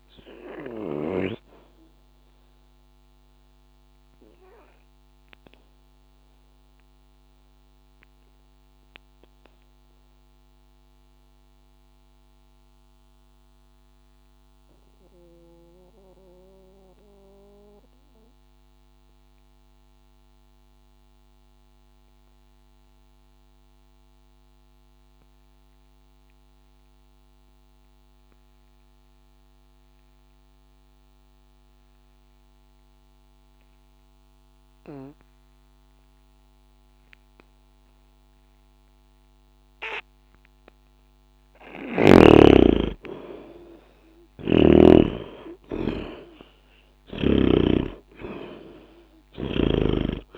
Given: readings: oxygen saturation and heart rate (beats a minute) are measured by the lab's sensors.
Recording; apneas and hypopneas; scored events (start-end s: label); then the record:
breathing in sleep by a microphone on the trachea; 1
0.00-19.50 s: oxygen desaturation (device-marked, oxygen 73% lowest, heart rate 59 extreme)
1.50-42.00 s: obstructive apnea (oxygen 93% before, 73% lowest, heart rate 65 before, 59 extreme, up 0 after)
38.50-50.38 s: oxygen desaturation (device-marked, oxygen 98% before, 75% lowest, heart rate 60 before, 60 extreme)
44.50-48.50 s: arousal
From the record:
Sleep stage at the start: N2 (light sleep); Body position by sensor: on the back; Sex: male